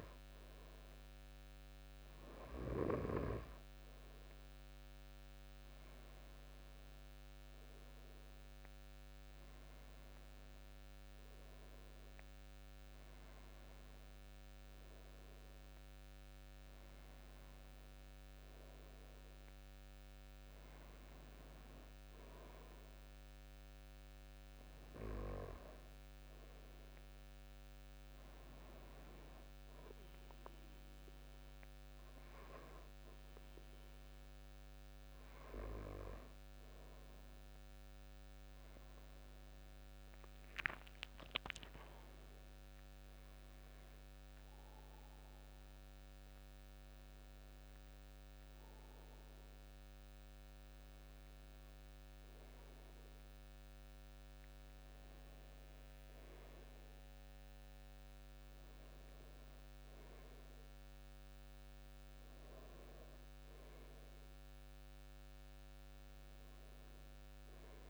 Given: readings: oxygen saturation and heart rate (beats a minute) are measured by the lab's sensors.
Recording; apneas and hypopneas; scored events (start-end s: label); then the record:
breathing in sleep by a microphone on the trachea; 1
27.50-38.50 s: hypopnea (oxygen 95% before, 94% lowest, heart rate 87 before, 84 extreme, up 6 after)
40.00-43.00 s: arousal
From the record:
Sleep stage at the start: N2 (light sleep); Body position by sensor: on the back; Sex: male